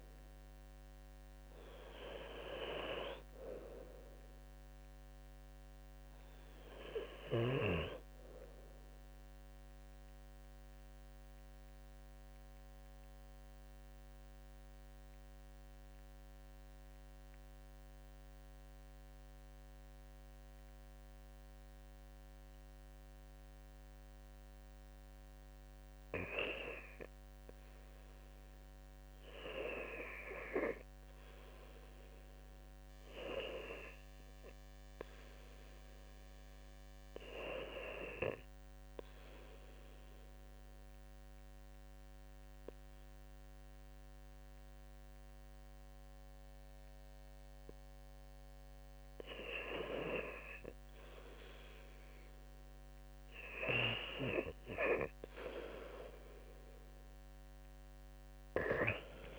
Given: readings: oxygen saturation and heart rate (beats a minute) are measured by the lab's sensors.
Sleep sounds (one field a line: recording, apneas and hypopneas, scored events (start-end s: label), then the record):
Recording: breathing in sleep by a microphone on the trachea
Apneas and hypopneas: 2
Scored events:
0.00-17.00 s: oxygen desaturation (device-marked, oxygen 89% lowest, heart rate 66 extreme)
9.00-24.50 s: obstructive apnea (oxygen 97% before, 88% lowest, heart rate 72 before, 65 extreme)
27.00-30.00 s: arousal
38.50-49.50 s: obstructive apnea (oxygen 98% before, 88% lowest, heart rate 69 before, 61 extreme, up 2 after)
40.00-59.39 s: oxygen desaturation (device-marked, oxygen 97% before, 88% lowest, heart rate 68 before, 61 extreme)
From the record:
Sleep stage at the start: REM sleep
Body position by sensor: on the left side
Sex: male